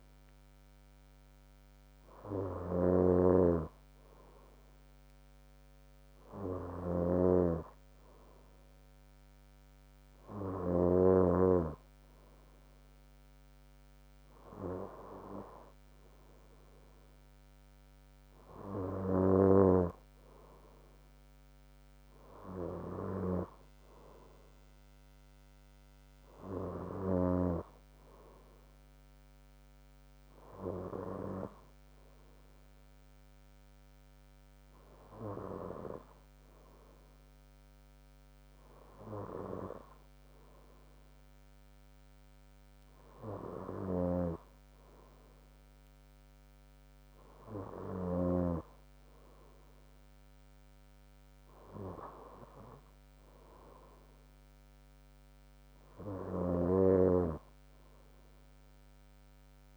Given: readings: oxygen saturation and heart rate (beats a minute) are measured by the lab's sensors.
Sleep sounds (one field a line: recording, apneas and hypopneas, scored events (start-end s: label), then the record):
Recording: breathing in sleep by a microphone on the trachea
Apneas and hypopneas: none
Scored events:
0.00-11.50 s: snoring (device-marked)
19.50-25.50 s: bradycardia (device-marked, heart rate 63 before, 58 extreme)
56.50-58.50 s: bradycardia (device-marked, heart rate 62 before, 60 extreme)
From the record:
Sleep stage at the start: N2 (light sleep)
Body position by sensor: on the front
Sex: female